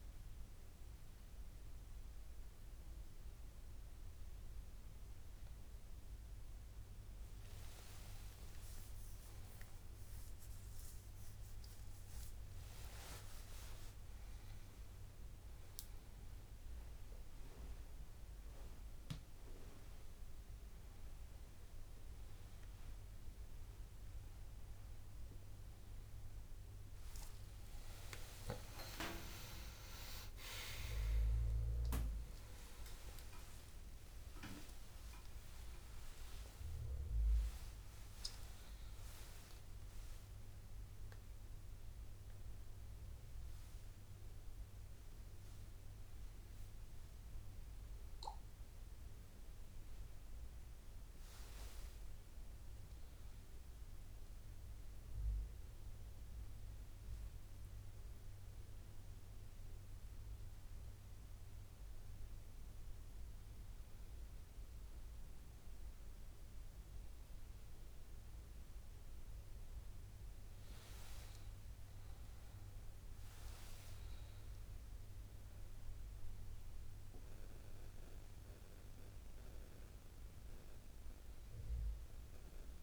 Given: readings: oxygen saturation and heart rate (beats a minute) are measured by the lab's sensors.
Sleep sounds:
a person awake in a sleep study, by a room microphone; none
15.50-27.50 s: oxygen desaturation (device-marked, oxygen 98% before, 93% lowest, heart rate 89 before, 74 extreme)
52.50-82.83 s: new sleep stage, N1 (lightest sleep)
From the record:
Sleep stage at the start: awake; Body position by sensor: on the back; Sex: male

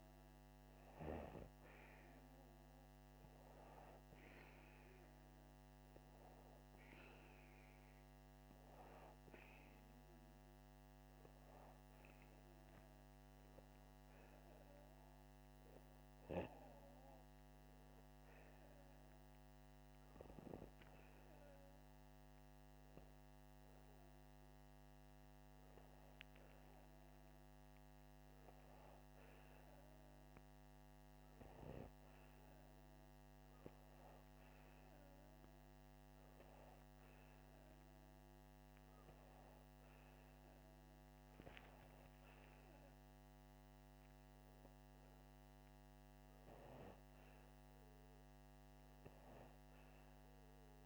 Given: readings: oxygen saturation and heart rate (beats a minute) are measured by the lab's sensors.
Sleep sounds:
breathing in sleep by a microphone on the trachea; none
none scored
From the record:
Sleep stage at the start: N2 (light sleep); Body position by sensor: upright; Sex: male

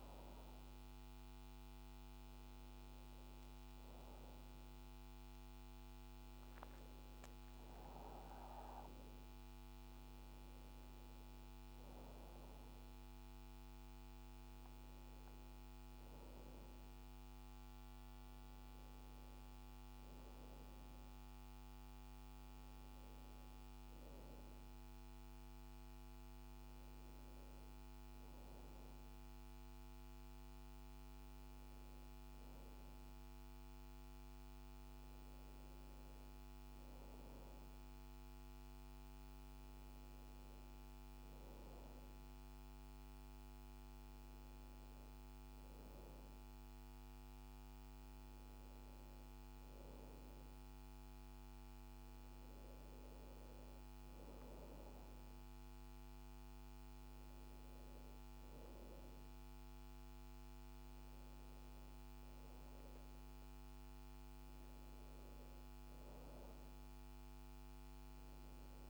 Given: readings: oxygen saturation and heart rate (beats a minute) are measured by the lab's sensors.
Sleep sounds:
a person awake in a sleep study, hard to hear, by a microphone on the trachea; none
none scored
From the record:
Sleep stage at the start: awake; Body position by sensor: on the right side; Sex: female

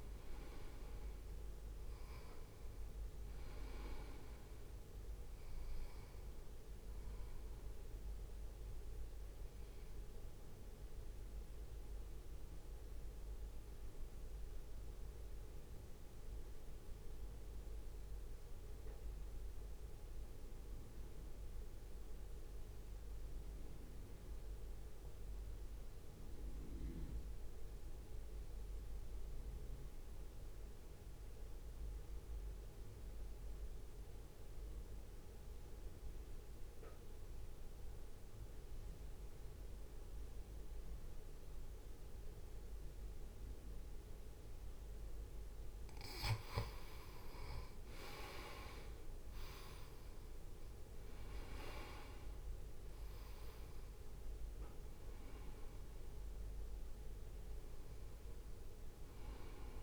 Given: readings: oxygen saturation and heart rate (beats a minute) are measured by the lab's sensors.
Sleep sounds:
breathing in sleep, hard to hear, by a room microphone; 1
0.00-14.00 s: drop in pulse transit time (device-marked, heart rate 55 extreme)
0.00-25.00 s: oxygen desaturation (device-marked, oxygen 86% lowest, heart rate 55 extreme)
9.00-44.50 s: mixed apnea (oxygen 98% before, 83% lowest, heart rate 61 before, 53 extreme, up 5 after)
42.00-59.83 s: oxygen desaturation (device-marked, oxygen 97% before, 83% lowest, heart rate 63 before, 53 extreme)
52.00-57.00 s: arousal
53.00-59.83 s: drop in pulse transit time (device-marked, heart rate 60 before, 53 extreme)
From the record:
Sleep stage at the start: N2 (light sleep); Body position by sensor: on the right side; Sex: male

